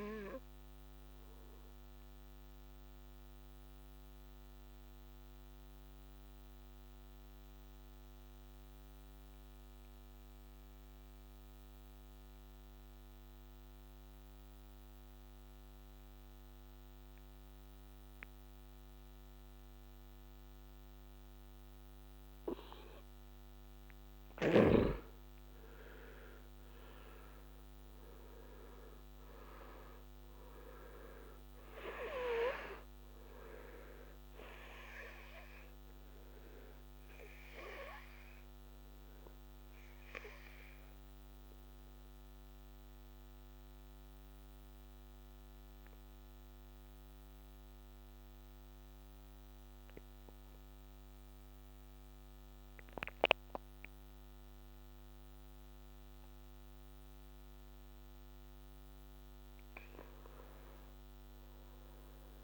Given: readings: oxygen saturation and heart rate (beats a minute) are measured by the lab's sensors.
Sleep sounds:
breathing in sleep by a microphone on the trachea; 2
0.00-11.50 s: oxygen desaturation (device-marked, oxygen 90% lowest, heart rate 60 extreme)
0.50-23.00 s: obstructive apnea (oxygen 97% before, 85% lowest, heart rate 65 before, 60 extreme, up 7 after)
20.50-52.50 s: oxygen desaturation (device-marked, oxygen 97% before, 85% lowest, heart rate 64 before, 63 extreme)
25.50-29.00 s: arousal
35.00-57.50 s: obstructive apnea (oxygen 97% before, 82% lowest, heart rate 68 before, 63 extreme, up 5 after)
59.00-62.44 s: arousal
From the record:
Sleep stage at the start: N2 (light sleep); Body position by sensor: on the back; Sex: male

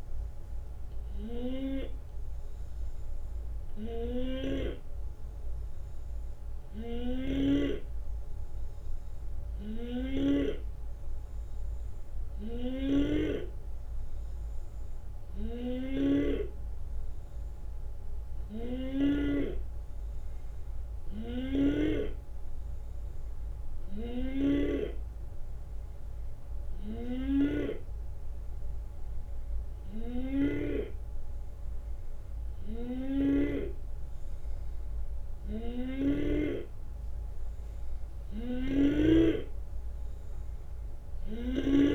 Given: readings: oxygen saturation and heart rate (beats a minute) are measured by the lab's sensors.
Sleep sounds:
breathing in sleep by a room microphone; none
4.00-10.50 s: snoring (device-marked)
12.50-22.00 s: snoring (device-marked)
24.00-33.50 s: snoring (device-marked)
35.50-39.00 s: snoring (device-marked)
From the record:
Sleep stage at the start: N2 (light sleep); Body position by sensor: on the left side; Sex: male

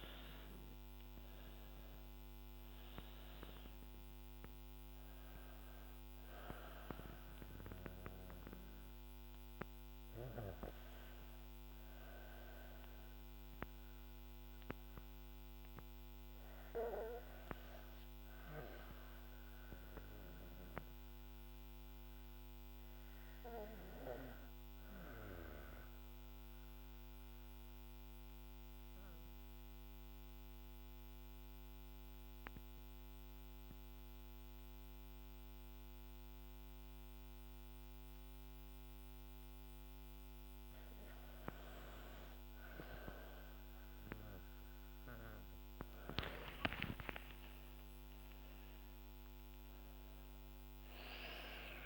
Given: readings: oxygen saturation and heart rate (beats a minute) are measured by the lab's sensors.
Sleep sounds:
breathing in sleep by a microphone on the trachea; 1
0.00-2.00 s: arousal
2.50-20.50 s: oxygen desaturation (device-marked, oxygen 95% before, 88% lowest, heart rate 53 before, 49 extreme)
19.00-40.50 s: obstructive apnea (oxygen 95% before, 88% lowest, heart rate 61 before, 49 extreme, up 11 after)
31.50-51.86 s: new sleep stage, N2 (light sleep)
41.50-51.86 s: oxygen desaturation (device-marked, oxygen 99% before, 89% lowest, heart rate 55 before, 53 extreme)
43.00-46.50 s: arousal
From the record:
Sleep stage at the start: REM sleep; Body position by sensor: on the back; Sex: female

